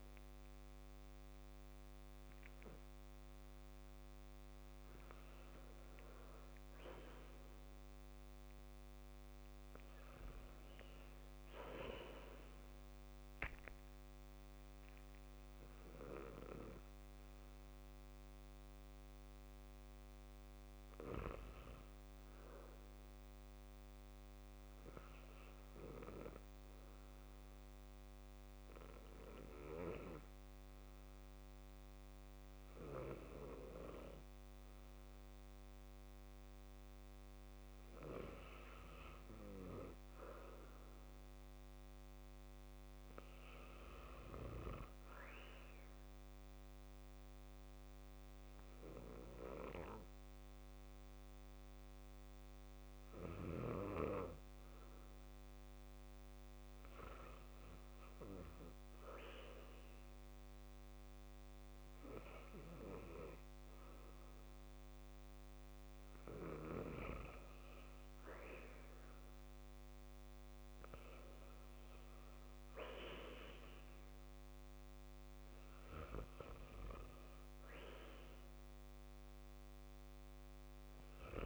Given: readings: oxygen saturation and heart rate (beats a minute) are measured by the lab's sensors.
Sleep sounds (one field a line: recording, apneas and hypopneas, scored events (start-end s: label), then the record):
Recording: breathing in sleep by a microphone on the trachea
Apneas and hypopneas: 2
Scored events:
17.00-81.46 s: new sleep stage, REM sleep
17.50-20.00 s: arousal
24.00-32.00 s: oxygen desaturation (device-marked, oxygen 97% before, 93% lowest, heart rate 68 before, 70 extreme)
24.50-39.50 s: hypopnea (oxygen 97% before, 85% lowest, heart rate 68 before, 70 extreme, up 2 after)
43.00-47.00 s: arousal
45.00-75.00 s: oxygen desaturation (device-marked, oxygen 95% before, 85% lowest, heart rate 71 before, 74 extreme)
53.00-68.00 s: hypopnea (oxygen 95% before, 85% lowest, heart rate 72 before, 74 extreme, up 0 after)
70.00-73.00 s: arousal
From the record:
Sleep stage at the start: N2 (light sleep)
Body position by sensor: on the back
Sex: male